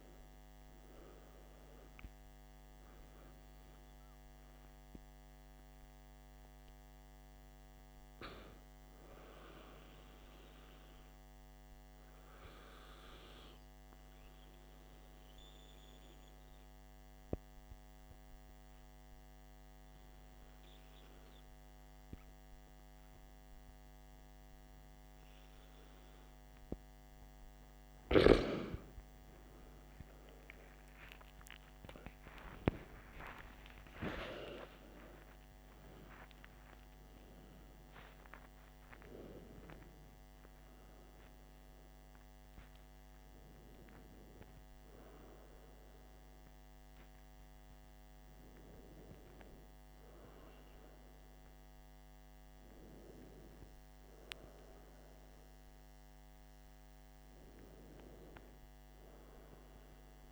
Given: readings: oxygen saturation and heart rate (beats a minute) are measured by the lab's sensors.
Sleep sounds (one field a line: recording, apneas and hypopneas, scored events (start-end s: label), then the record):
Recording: breathing in sleep by a microphone on the trachea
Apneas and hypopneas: 1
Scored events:
0.00-1.50 s: arousal
4.00-28.00 s: hypopnea (oxygen 94% before, 90% lowest, heart rate 59 before, 55 extreme, up 13 after)
29.00-56.00 s: oxygen desaturation (device-marked, oxygen 94% before, 90% lowest, heart rate 59 before, 55 extreme)
29.50-33.50 s: arousal
From the record:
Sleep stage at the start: N2 (light sleep)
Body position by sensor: on the back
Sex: male